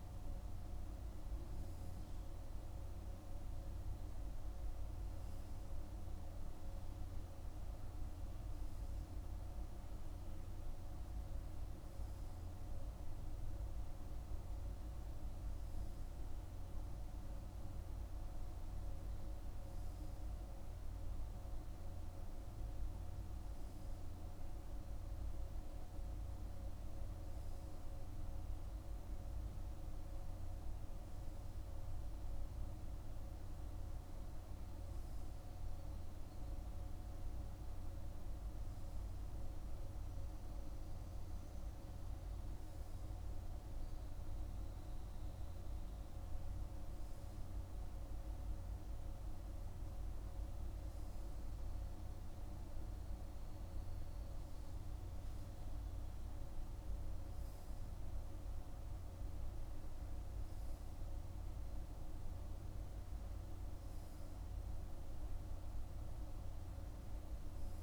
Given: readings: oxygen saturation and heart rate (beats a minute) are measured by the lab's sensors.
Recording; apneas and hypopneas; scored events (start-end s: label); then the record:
breathing in sleep, hard to hear, by a room microphone; none
none scored
From the record:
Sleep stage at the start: N2 (light sleep); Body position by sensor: on the right side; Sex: male